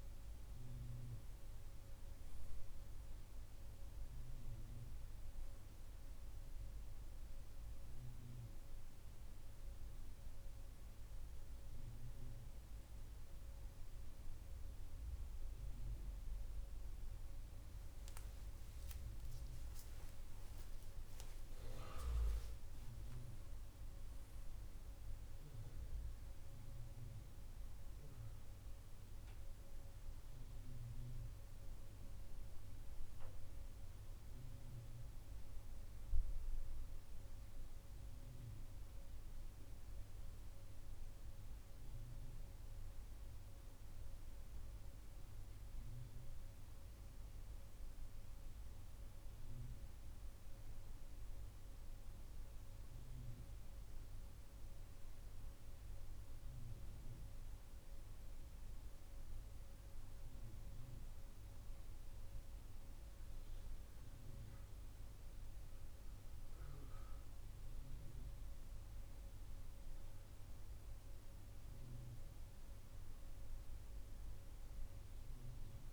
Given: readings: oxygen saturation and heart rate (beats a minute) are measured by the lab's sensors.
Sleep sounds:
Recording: breathing in sleep, hard to hear, by a room microphone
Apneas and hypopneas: none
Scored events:
20.00-75.93 s: new sleep stage, N1 (lightest sleep)
21.00-25.00 s: arousal
67.50-71.00 s: arousal
From the record:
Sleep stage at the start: N2 (light sleep)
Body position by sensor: on the right side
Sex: male

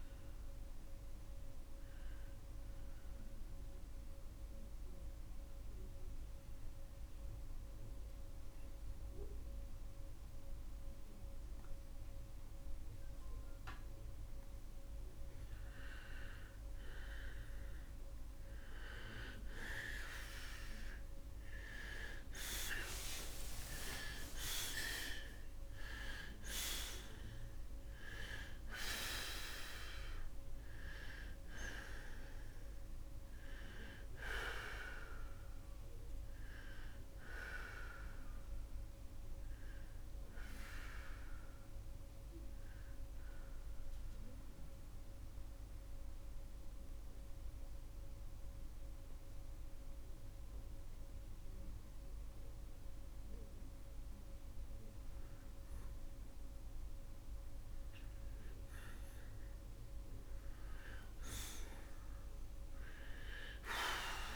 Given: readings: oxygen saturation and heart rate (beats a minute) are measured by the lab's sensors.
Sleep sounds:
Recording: breathing in sleep by a room microphone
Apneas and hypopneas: 2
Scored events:
3.00-13.00 s: oxygen desaturation (device-marked, oxygen 91% before, 85% lowest)
3.50-16.00 s: mixed apnea (oxygen 92% before, 84% lowest)
20.00-25.50 s: arousal
33.00-64.00 s: oxygen desaturation (device-marked, oxygen 94% before, 84% lowest)
41.00-55.00 s: central apnea (oxygen 95% before, 84% lowest)
From the record:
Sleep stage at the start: N1 (lightest sleep)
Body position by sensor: on the right side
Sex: male

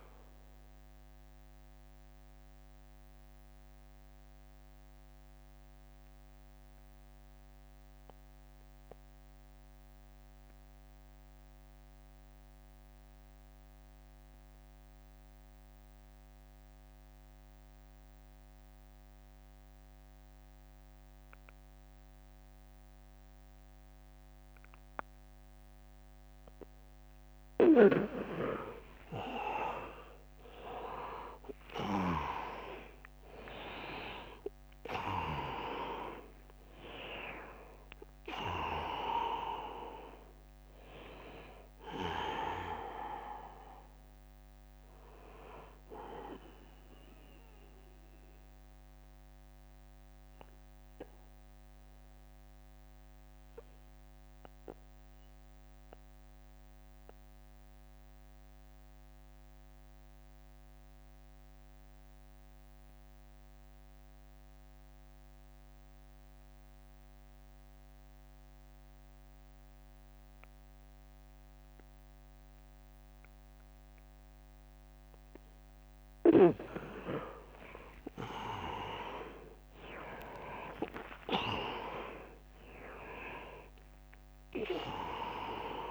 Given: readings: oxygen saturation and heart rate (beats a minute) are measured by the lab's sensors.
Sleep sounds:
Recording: breathing in sleep by a microphone on the trachea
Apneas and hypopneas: 2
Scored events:
0.00-12.50 s: oxygen desaturation (device-marked, oxygen 84% lowest, heart rate 73 extreme)
1.00-26.00 s: mixed apnea (oxygen 100% before, 81% lowest, heart rate 84 before, 73 extreme, up 14 after)
27.50-58.50 s: oxygen desaturation (device-marked, oxygen 100% before, 81% lowest, heart rate 79 before, 64 extreme)
28.50-32.00 s: arousal
33.50-46.50 s: drop in pulse transit time (device-marked, heart rate 79 before, 74 extreme)
48.00-75.50 s: mixed apnea (oxygen 100% before, 81% lowest, heart rate 82 before, 68 extreme, up 8 after)
72.50-85.91 s: oxygen desaturation (device-marked, oxygen 100% before, 83% lowest, heart rate 77 before, 69 extreme)
77.50-81.50 s: arousal
79.50-85.91 s: drop in pulse transit time (device-marked, heart rate 79 before, 77 extreme)
From the record:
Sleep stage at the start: N2 (light sleep)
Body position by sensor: on the back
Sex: male

